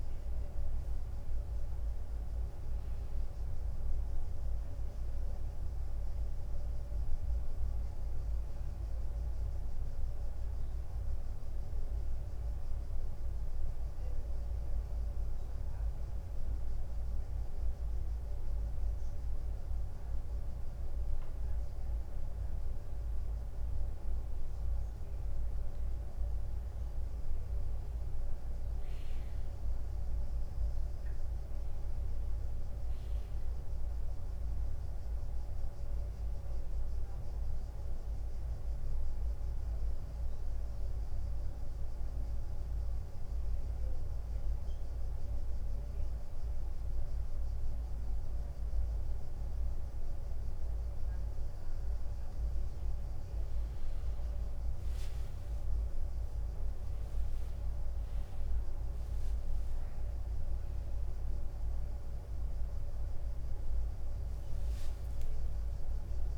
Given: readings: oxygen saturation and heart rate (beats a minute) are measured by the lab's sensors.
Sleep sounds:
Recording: breathing in sleep, hard to hear, by a room microphone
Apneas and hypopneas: 2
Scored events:
0.00-4.00 s: arousal
0.00-10.00 s: drop in pulse transit time (device-marked, heart rate 84 extreme)
17.50-28.00 s: central apnea (oxygen 95% before, 92% lowest, heart rate 88 before, 86 extreme, up 1 after)
31.00-35.50 s: arousal
41.50-54.00 s: mixed apnea (oxygen 97% before, 91% lowest, heart rate 87 before, 84 extreme, up 0 after)
51.50-53.50 s: long interval between heartbeats (device-marked, heart rate 88 before, 87 extreme)
52.00-66.38 s: new sleep stage, awake
From the record:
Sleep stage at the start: N2 (light sleep)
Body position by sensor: on the front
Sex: male

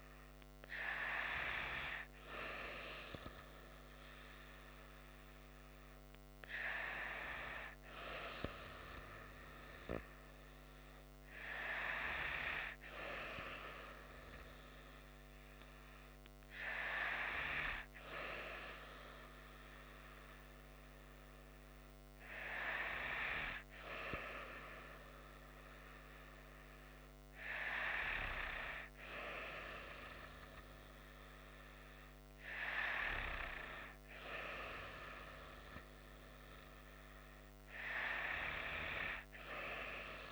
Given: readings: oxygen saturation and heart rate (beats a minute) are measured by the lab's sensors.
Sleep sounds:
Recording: breathing in sleep by a microphone on the trachea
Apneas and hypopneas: none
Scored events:
none scored
From the record:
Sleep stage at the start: N2 (light sleep)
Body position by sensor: on the right side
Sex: female

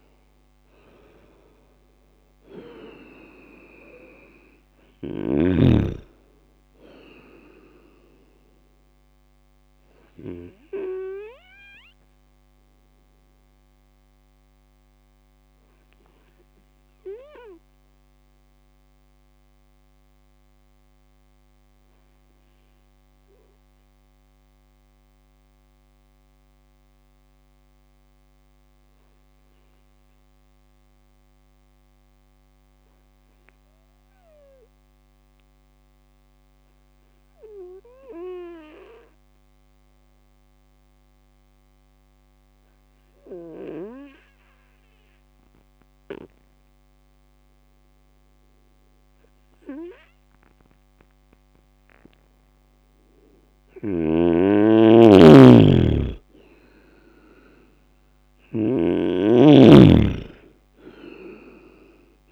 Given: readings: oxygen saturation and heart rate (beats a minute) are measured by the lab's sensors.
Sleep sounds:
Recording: breathing in sleep by a microphone on the trachea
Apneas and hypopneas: 1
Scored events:
0.00-1.50 s: arousal
13.50-53.00 s: obstructive apnea (oxygen 99% before, 96% lowest)
53.50-62.32 s: snoring (device-marked)
56.50-60.50 s: arousal
From the record:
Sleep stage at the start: N2 (light sleep)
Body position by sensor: on the right side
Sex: male

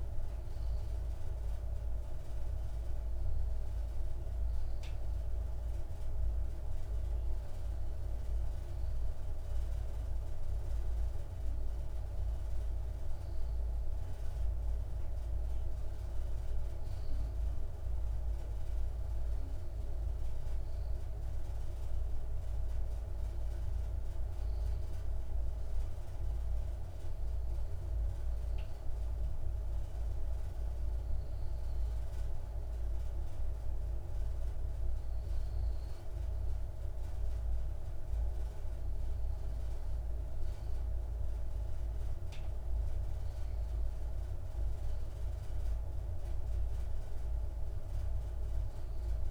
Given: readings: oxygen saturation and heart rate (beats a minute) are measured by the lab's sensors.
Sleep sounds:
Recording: breathing in sleep, hard to hear, by a room microphone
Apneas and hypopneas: none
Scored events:
none scored
From the record:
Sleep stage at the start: N1 (lightest sleep)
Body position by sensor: on the left side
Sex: male

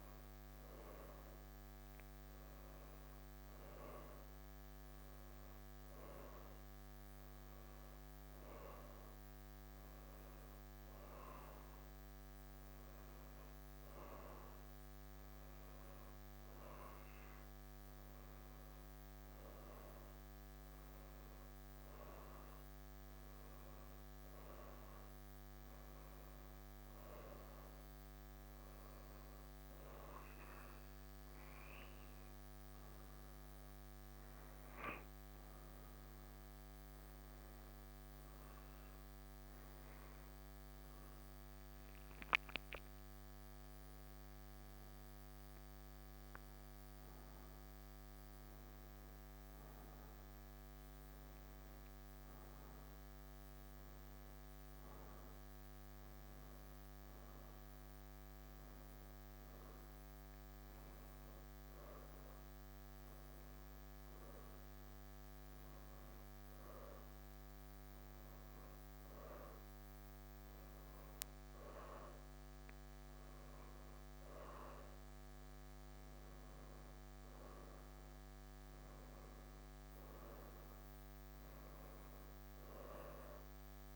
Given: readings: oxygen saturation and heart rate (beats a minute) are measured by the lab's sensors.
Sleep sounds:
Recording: a person awake in a sleep study, hard to hear, by a microphone on the trachea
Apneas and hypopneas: none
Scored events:
55.50-83.95 s: new sleep stage, N1 (lightest sleep)
From the record:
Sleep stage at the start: awake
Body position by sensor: on the back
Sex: male

